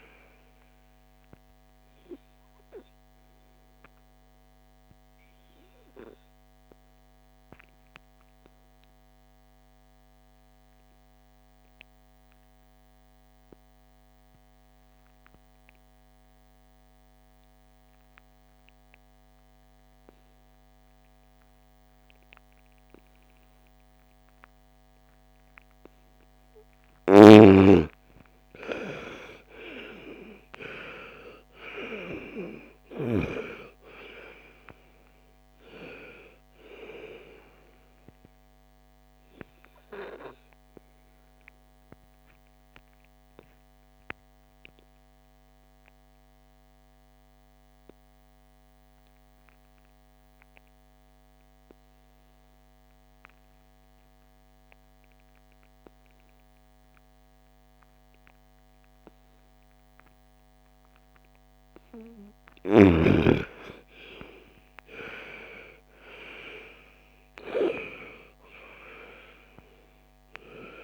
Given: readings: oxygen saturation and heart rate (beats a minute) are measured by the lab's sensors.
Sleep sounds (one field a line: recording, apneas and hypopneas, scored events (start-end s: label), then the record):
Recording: breathing in sleep by a microphone on the trachea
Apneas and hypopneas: 2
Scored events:
0.00-21.00 s: oxygen desaturation (device-marked, oxygen 88% lowest, heart rate 37 extreme)
5.50-25.50 s: obstructive apnea (oxygen 99% before, 82% lowest, heart rate 56 before, 37 extreme, up 24 after)
27.00-31.50 s: arousal
27.00-51.00 s: oxygen desaturation (device-marked, oxygen 98% before, 82% lowest, heart rate 48 before, 53 extreme)
42.50-62.00 s: obstructive apnea (oxygen 98% before, 81% lowest, heart rate 56 before, 53 extreme, up 17 after)
63.50-67.00 s: arousal
65.00-70.84 s: oxygen desaturation (device-marked, oxygen 99% before, 84% lowest, heart rate 57 before, 56 extreme)
From the record:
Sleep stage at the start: N2 (light sleep)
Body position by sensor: on the front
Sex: female